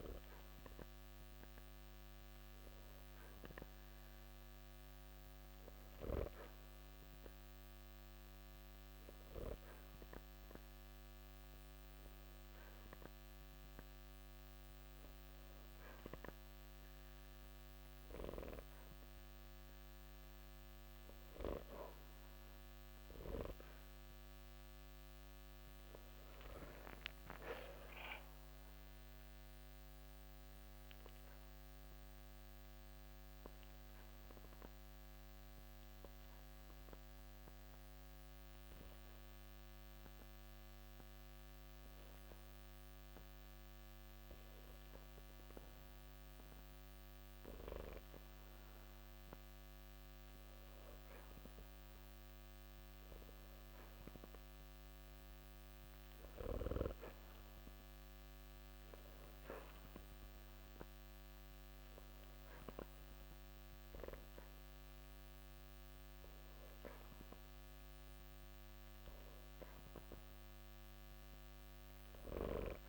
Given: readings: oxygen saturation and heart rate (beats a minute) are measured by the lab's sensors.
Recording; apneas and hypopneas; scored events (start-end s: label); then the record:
breathing in sleep by a microphone on the trachea; 1
25.50-29.00 s: arousal
30.00-48.00 s: hypopnea (oxygen 94% before, 89% lowest, heart rate 64 before, 54 extreme, up 0 after)
51.00-54.50 s: arousal
58.00-72.89 s: oxygen desaturation (device-marked, oxygen 95% before, 89% lowest, heart rate 55 before, 54 extreme)
From the record:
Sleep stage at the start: N2 (light sleep); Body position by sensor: on the back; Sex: male